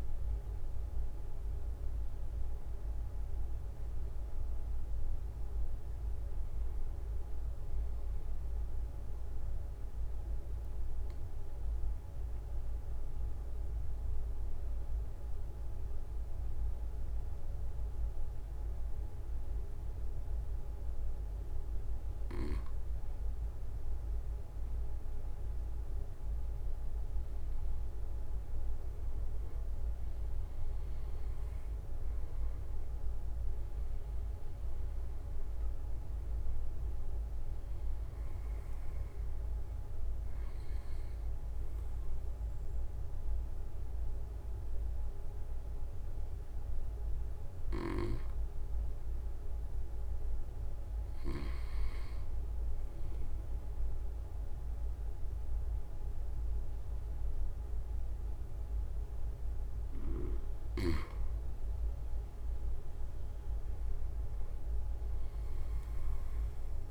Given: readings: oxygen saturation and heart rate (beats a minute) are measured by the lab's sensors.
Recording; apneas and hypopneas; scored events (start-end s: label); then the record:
breathing in sleep, hard to hear, by a room microphone; 2
9.00-24.00 s: obstructive apnea (oxygen 96% before, 94% lowest, heart rate 41 before, 28 extreme, up 4 after)
27.50-29.50 s: long interval between heartbeats (device-marked, heart rate 46 before, 48 extreme)
27.50-32.00 s: arousal
36.00-38.00 s: long interval between heartbeats (device-marked, heart rate 42 before, 35 extreme)
41.50-59.00 s: obstructive apnea (oxygen 97% before, 94% lowest, heart rate 40 before, 37 extreme, up 3 after)
64.50-66.91 s: arousal
From the record:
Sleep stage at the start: REM sleep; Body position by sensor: on the right side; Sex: male